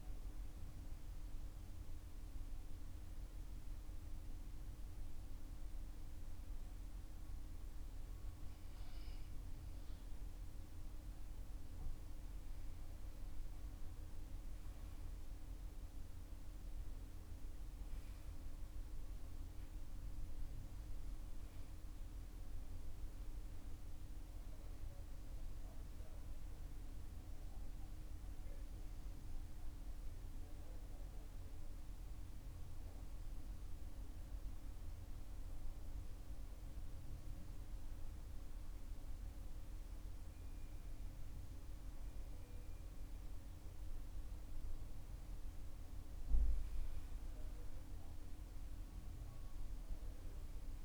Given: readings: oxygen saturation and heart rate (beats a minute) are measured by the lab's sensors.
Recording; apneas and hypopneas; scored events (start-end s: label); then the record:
breathing in sleep, hard to hear, by a room microphone; 2
0.50-12.00 s: obstructive apnea (oxygen 96% before, 92% lowest, heart rate 56 before, 48 extreme, up 12 after)
17.00-21.50 s: arousal
29.50-41.00 s: central apnea (oxygen 95% before, 92% lowest, heart rate 56 before, 48 extreme, up 14 after)
43.50-49.50 s: oxygen desaturation (device-marked, oxygen 96% before, 93% lowest, heart rate 51 before, 48 extreme)
47.00-50.85 s: arousal
From the record:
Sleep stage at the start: N2 (light sleep); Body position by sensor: on the back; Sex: male